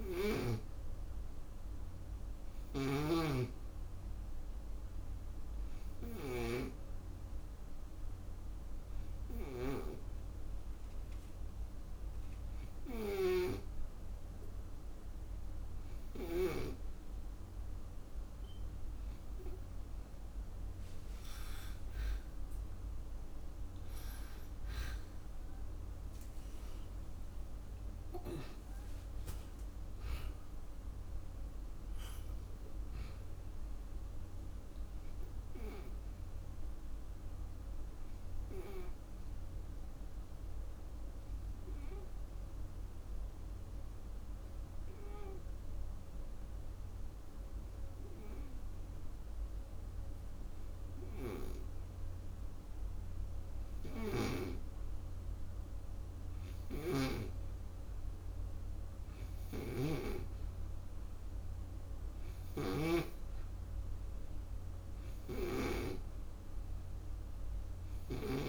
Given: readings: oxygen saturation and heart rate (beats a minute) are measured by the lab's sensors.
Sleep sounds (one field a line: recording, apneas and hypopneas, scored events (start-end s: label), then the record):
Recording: breathing in sleep by a room microphone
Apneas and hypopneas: 1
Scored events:
0.00-2.50 s: snoring (device-marked)
0.00-8.50 s: oxygen desaturation (device-marked, oxygen 90% lowest, heart rate 59 extreme)
25.50-30.00 s: arousal
38.50-54.50 s: hypopnea (oxygen 95% before, 91% lowest, heart rate 66 before, 60 extreme, up 10 after)
55.50-59.00 s: arousal
59.00-68.49 s: snoring (device-marked)
60.50-68.49 s: oxygen desaturation (device-marked, oxygen 97% before, 91% lowest, heart rate 64 before, 64 extreme)
From the record:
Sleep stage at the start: N2 (light sleep)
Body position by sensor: on the back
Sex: female